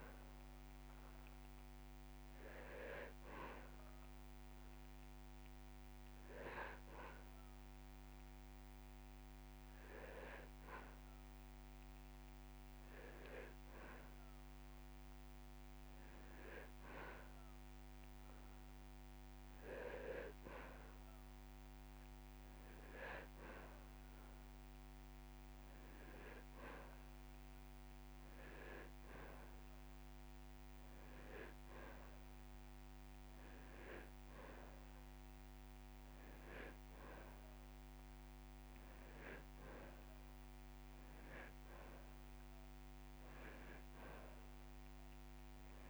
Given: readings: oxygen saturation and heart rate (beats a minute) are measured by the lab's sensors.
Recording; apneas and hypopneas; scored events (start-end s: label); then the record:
breathing in sleep by a microphone on the trachea; 1
0.00-27.50 s: oxygen desaturation (device-marked, oxygen 91% lowest)
2.50-13.50 s: hypopnea (oxygen 97% before, 91% lowest)
7.50-9.50 s: long interval between heartbeats (device-marked)
15.50-18.50 s: arousal
35.50-37.50 s: long interval between heartbeats (device-marked)
From the record:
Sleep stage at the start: N2 (light sleep); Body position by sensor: on the back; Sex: male